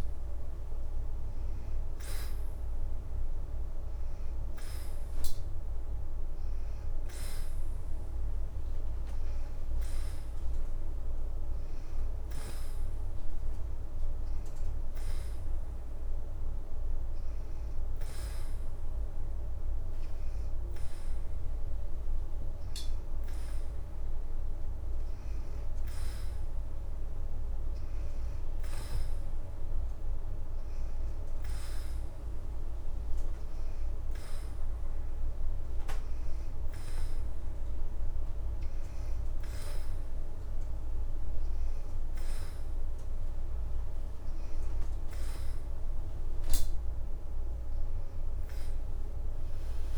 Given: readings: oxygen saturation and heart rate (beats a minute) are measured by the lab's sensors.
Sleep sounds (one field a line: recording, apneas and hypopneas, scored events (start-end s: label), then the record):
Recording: breathing in sleep, hard to hear, by a room microphone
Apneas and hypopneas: 1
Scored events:
5.00-40.00 s: hypopnea (oxygen 93% before, 88% lowest, heart rate 82 before, 81 extreme, up 0 after)
48.00-49.97 s: arousal
48.50-49.97 s: leg movement (device-marked)
From the record:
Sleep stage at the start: N2 (light sleep)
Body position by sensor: on the back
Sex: female